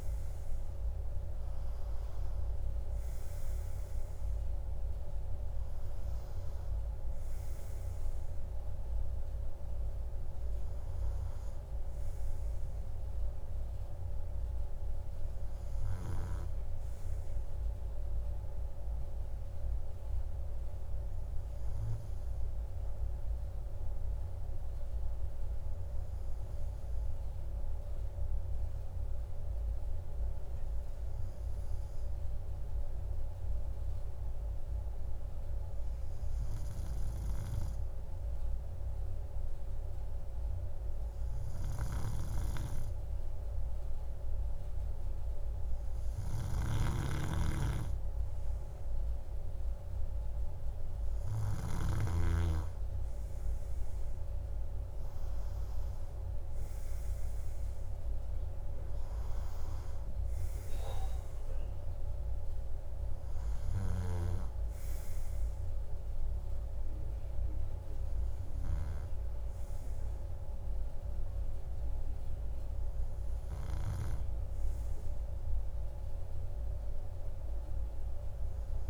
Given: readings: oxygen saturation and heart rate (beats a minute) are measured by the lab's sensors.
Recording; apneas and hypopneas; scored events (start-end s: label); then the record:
breathing in sleep by a room microphone; 1
25.00-48.00 s: hypopnea (oxygen 97% before, 96% lowest, heart rate 54 before, 50 extreme, up 3 after)
50.50-54.00 s: arousal
From the record:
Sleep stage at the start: N2 (light sleep); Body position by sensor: on the right side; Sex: male